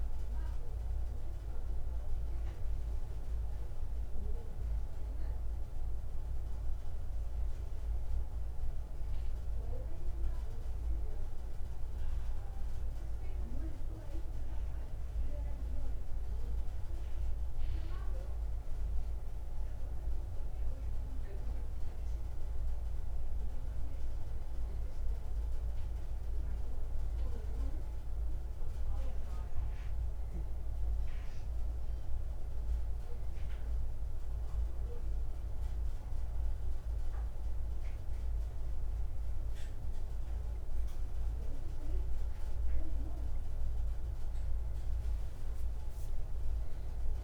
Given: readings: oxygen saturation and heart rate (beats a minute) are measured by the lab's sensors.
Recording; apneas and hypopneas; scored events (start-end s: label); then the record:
breathing in sleep, hard to hear, by a room microphone; none
none scored
From the record:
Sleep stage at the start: N1 (lightest sleep); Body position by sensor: on the right side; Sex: male